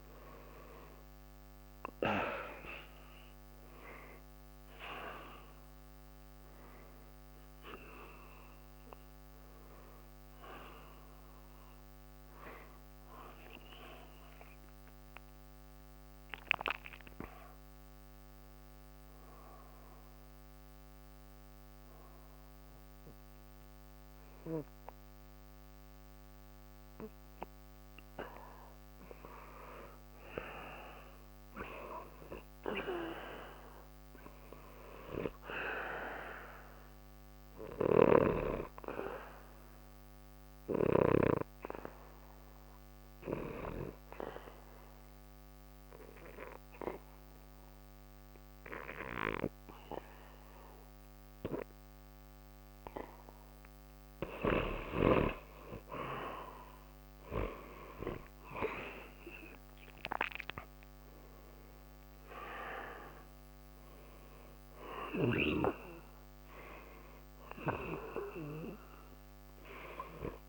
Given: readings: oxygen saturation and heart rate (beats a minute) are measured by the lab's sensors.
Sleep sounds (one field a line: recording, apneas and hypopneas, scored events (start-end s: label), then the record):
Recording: breathing in sleep by a microphone on the trachea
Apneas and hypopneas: 2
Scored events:
0.00-25.50 s: oxygen desaturation (device-marked, oxygen 86% lowest, heart rate 62 extreme)
14.50-26.50 s: hypopnea (oxygen 95% before, 86% lowest, heart rate 74 before, 62 extreme, up 0 after)
28.50-31.50 s: arousal
40.00-54.00 s: obstructive apnea (oxygen 98% before, 87% lowest, heart rate 63 before, 63 extreme, up 1 after)
57.50-61.00 s: arousal
58.50-70.49 s: oxygen desaturation (device-marked, oxygen 93% before, 87% lowest, heart rate 63 before, 60 extreme)
From the record:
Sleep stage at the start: N2 (light sleep)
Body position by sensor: on the back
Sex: male